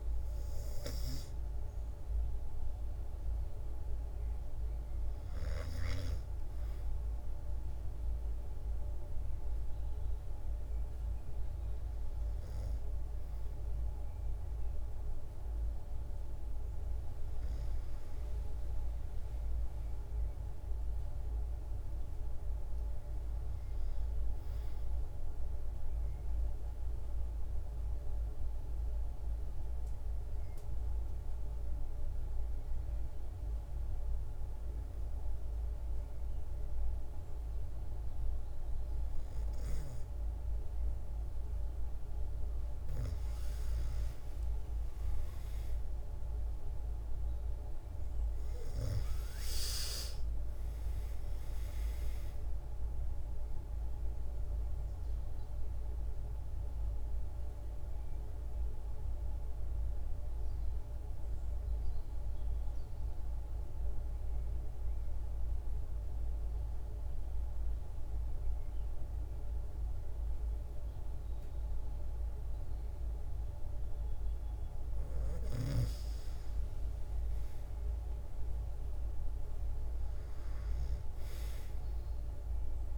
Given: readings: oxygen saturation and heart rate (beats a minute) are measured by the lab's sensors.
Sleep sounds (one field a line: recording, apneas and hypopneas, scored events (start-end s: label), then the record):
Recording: breathing in sleep, hard to hear, by a room microphone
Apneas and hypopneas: 2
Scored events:
0.00-14.00 s: oxygen desaturation (device-marked, oxygen 92% lowest, heart rate 77 extreme)
17.00-21.00 s: arousal
24.00-41.50 s: obstructive apnea (oxygen 97% before, 91% lowest)
44.00-48.50 s: arousal
45.00-69.00 s: oxygen desaturation (device-marked, oxygen 97% before, 91% lowest, heart rate 135 before, 40 extreme)
52.50-73.50 s: obstructive apnea (oxygen 97% before, 91% lowest, heart rate 119 before, 40 extreme)
76.50-80.00 s: arousal
80.00-82.98 s: oxygen desaturation (device-marked, oxygen 98% before, 93% lowest, heart rate 118 before, 47 extreme)
From the record:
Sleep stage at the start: N2 (light sleep)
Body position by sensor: on the back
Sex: female